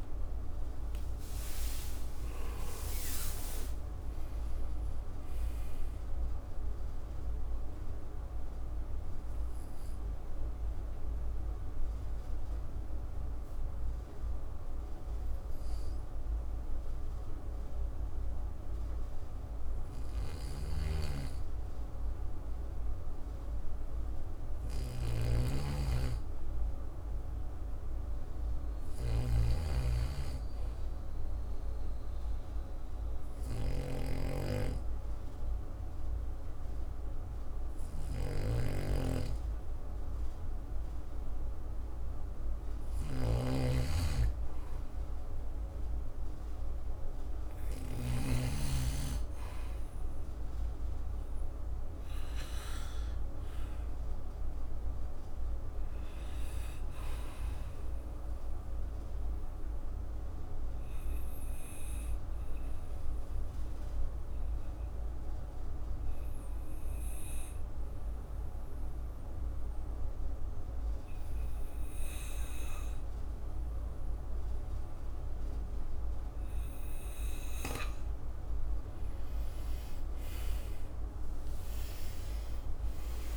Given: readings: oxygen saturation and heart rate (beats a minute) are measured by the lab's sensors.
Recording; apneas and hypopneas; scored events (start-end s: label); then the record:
breathing in sleep by a room microphone; 3
0.00-2.50 s: arousal
8.00-24.00 s: obstructive apnea (oxygen 99% before, 93% lowest, heart rate 64 before, 61 extreme, up 2 after)
20.50-48.50 s: snoring (device-marked)
26.00-29.00 s: arousal
31.50-43.50 s: obstructive apnea (oxygen 99% before, 93% lowest, heart rate 63 before, 60 extreme, up 0 after)
45.50-48.50 s: arousal
59.00-77.50 s: obstructive apnea (oxygen 99% before, 93% lowest, heart rate 64 before, 59 extreme, up 17 after)
79.50-83.37 s: arousal
82.00-83.37 s: long interval between heartbeats (device-marked, heart rate 60 before, 69 extreme)
From the record:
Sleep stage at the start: N2 (light sleep); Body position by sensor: on the back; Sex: male